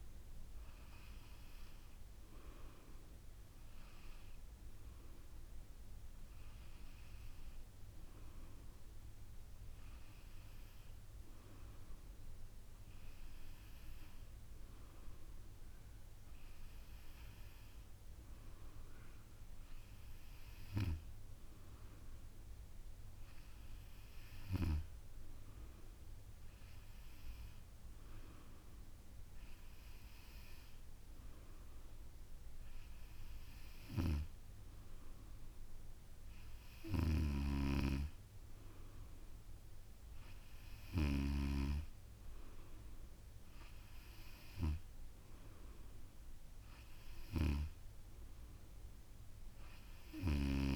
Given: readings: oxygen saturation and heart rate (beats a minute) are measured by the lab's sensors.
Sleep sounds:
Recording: breathing in sleep by a room microphone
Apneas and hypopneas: none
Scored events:
none scored
From the record:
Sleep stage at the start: N2 (light sleep)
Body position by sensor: on the back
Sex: female

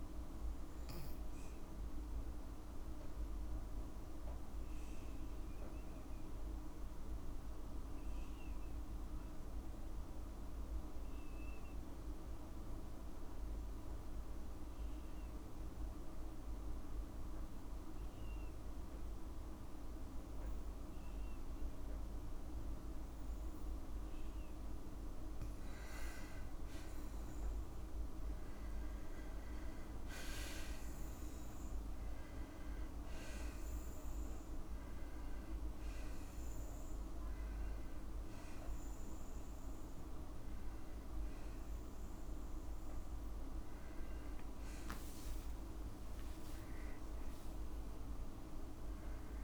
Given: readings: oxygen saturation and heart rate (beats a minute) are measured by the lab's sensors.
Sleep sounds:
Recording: breathing in sleep, hard to hear, by a room microphone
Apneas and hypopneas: 1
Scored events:
0.50-23.50 s: obstructive apnea (oxygen 98% before, 94% lowest, heart rate 59 before, 52 extreme, up 15 after)
8.50-24.50 s: oxygen desaturation (device-marked, oxygen 98% before, 94% lowest, heart rate 55 before, 52 extreme)
27.50-31.00 s: arousal
29.50-31.50 s: long interval between heartbeats (device-marked, heart rate 54 before, 66 extreme)
From the record:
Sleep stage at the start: N2 (light sleep)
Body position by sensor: on the back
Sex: female

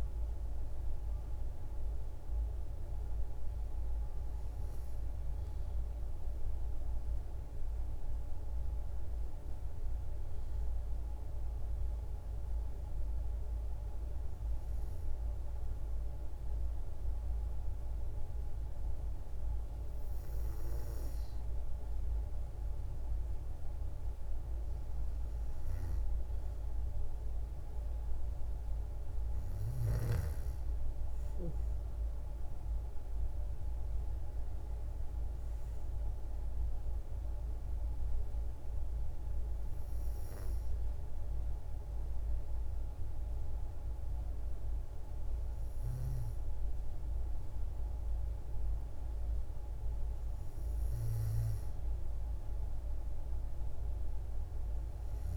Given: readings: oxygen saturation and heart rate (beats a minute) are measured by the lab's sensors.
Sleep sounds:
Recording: breathing in sleep, hard to hear, by a room microphone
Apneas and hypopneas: 2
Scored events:
12.00-25.00 s: hypopnea (oxygen 95% before, 92% lowest, heart rate 58 before, 55 extreme, up 2 after)
28.00-32.00 s: arousal
35.50-50.00 s: hypopnea (oxygen 96% before, 92% lowest, heart rate 57 before, 55 extreme, up 5 after)
53.50-55.37 s: arousal
From the record:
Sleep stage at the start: N2 (light sleep)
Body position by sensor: on the back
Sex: female

